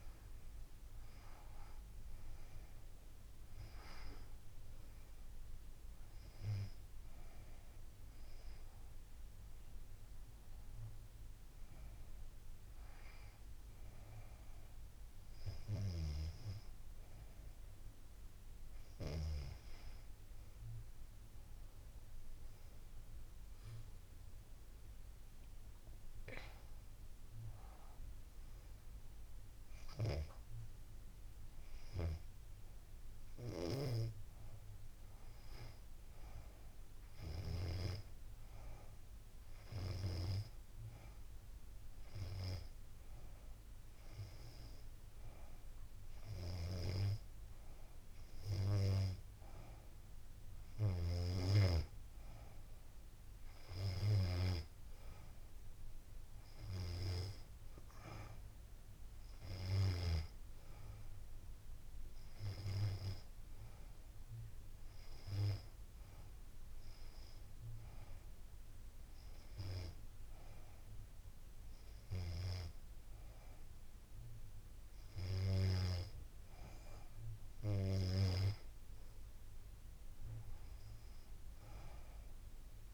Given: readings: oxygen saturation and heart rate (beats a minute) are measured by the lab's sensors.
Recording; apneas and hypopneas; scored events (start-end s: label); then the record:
breathing in sleep by a room microphone; none
0.00-1.00 s: arousal
23.00-26.50 s: arousal
From the record:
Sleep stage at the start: N2 (light sleep); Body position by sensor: on the back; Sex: female